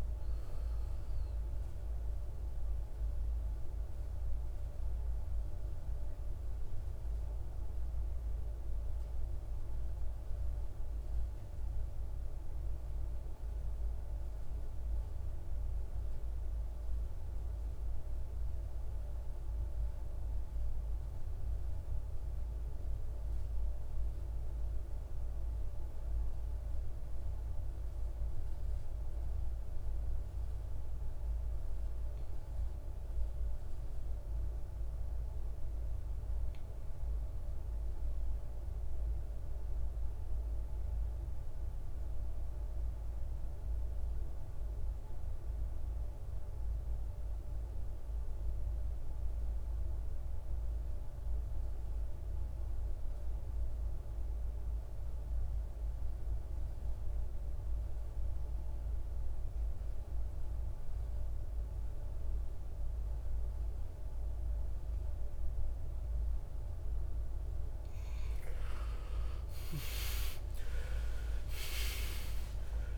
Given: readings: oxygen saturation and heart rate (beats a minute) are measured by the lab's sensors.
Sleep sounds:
breathing in sleep, hard to hear, by a room microphone; 2
0.00-24.00 s: oxygen desaturation (device-marked, oxygen 84% lowest, heart rate 55 extreme)
2.50-32.50 s: mixed apnea (oxygen 98% before, 76% lowest, heart rate 66 before, 55 extreme, up 6 after)
35.50-39.00 s: arousal
38.00-72.98 s: oxygen desaturation (device-marked, oxygen 99% before, 76% lowest, heart rate 56 before, 55 extreme)
42.00-65.00 s: obstructive apnea (oxygen 100% before, 76% lowest, heart rate 57 before, 61 extreme, up 15 after)
68.00-72.00 s: arousal
From the record:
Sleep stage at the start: REM sleep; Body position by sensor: on the right side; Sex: male

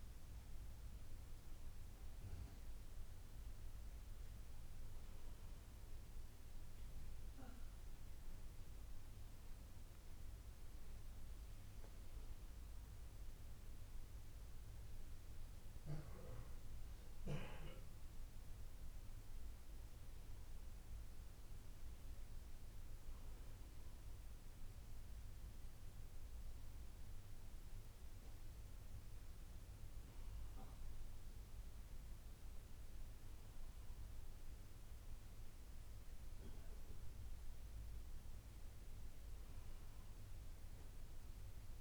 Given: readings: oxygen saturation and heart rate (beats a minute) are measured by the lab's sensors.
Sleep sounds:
breathing in sleep, hard to hear, by a room microphone; none
2.50-41.81 s: new sleep stage, N1 (lightest sleep)
From the record:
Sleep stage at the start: N2 (light sleep); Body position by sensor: on the back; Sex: female

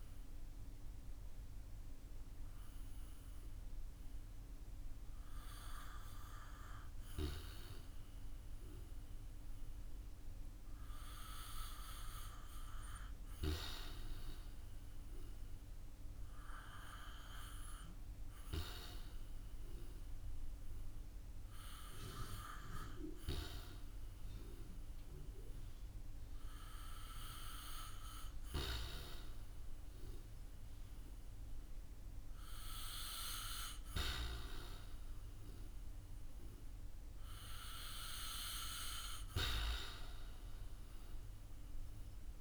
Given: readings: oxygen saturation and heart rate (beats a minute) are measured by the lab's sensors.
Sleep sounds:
breathing in sleep by a room microphone; none
0.00-1.00 s: oxygen desaturation (device-marked, oxygen 82% lowest, heart rate 55 extreme)
0.00-2.00 s: arousal
26.00-40.00 s: oxygen desaturation (device-marked, oxygen 84% before, 81% lowest, heart rate 64 before, 58 extreme)
39.00-42.41 s: arousal
From the record:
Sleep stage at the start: REM sleep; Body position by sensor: on the back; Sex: male

